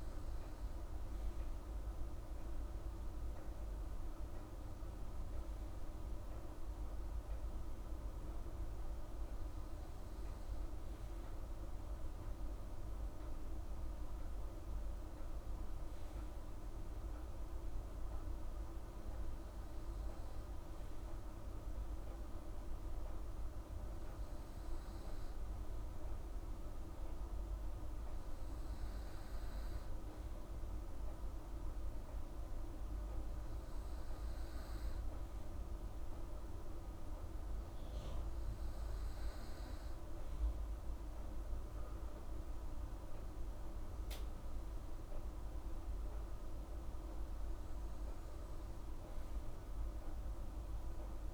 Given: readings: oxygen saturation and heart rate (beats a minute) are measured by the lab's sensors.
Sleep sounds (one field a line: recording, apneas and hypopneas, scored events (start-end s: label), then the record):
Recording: breathing in sleep, hard to hear, by a room microphone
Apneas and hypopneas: none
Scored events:
none scored
From the record:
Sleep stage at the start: N2 (light sleep)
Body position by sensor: on the right side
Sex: female